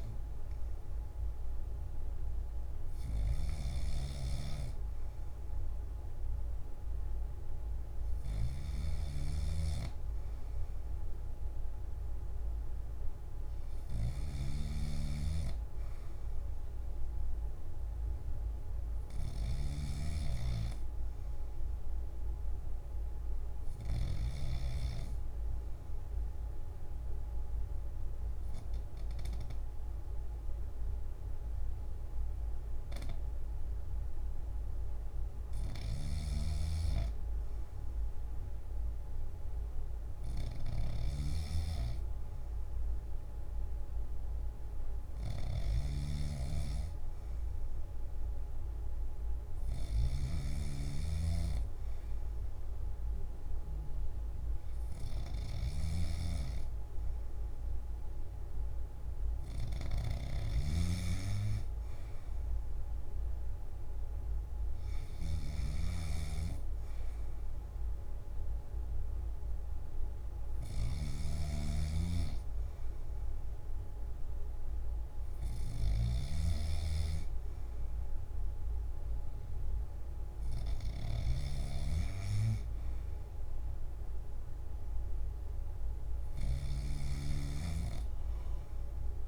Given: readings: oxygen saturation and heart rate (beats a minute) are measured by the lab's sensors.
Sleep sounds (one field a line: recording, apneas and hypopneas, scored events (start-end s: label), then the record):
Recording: breathing in sleep by a room microphone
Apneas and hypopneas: 1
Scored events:
0.00-14.50 s: oxygen desaturation (device-marked, oxygen 89% lowest, heart rate 66 extreme)
25.50-36.50 s: obstructive apnea (oxygen 96% before, 91% lowest, heart rate 69 before, 62 extreme, up 1 after)
36.00-60.50 s: snoring (device-marked)
52.50-71.50 s: oxygen desaturation (device-marked, oxygen 94% before, 91% lowest, heart rate 64 before, 64 extreme)
71.50-76.50 s: snoring (device-marked)
From the record:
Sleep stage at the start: N2 (light sleep)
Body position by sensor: on the back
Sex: male